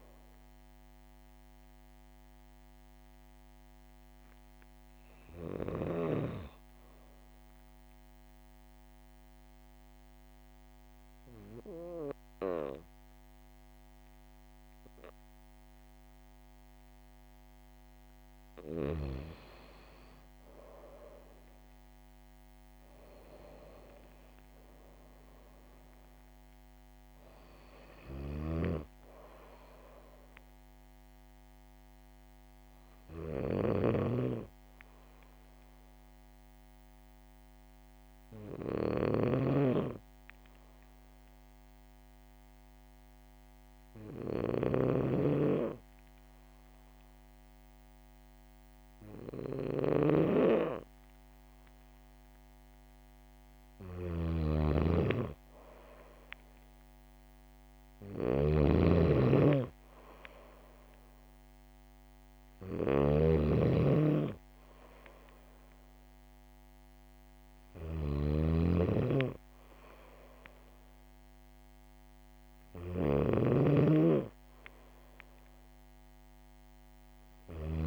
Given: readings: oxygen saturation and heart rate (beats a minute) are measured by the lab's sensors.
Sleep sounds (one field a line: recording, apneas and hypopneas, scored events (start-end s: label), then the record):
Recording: breathing in sleep by a microphone on the trachea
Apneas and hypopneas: 2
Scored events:
2.50-4.50 s: oxygen desaturation (device-marked, oxygen 98% before, 94% lowest, heart rate 73 before, 66 extreme)
8.50-19.50 s: mixed apnea (oxygen 98% before, 95% lowest, heart rate 72 before, 62 extreme, up 3 after)
21.00-23.50 s: arousal
24.50-45.50 s: oxygen desaturation (device-marked, oxygen 100% before, 95% lowest, heart rate 67 before, 62 extreme)
28.00-77.87 s: snoring (device-marked)
31.50-52.00 s: hypopnea (oxygen 100% before, 95% lowest, heart rate 67 before, 62 extreme, up 3 after)
53.50-57.00 s: arousal
From the record:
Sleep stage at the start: N2 (light sleep)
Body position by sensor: on the back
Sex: female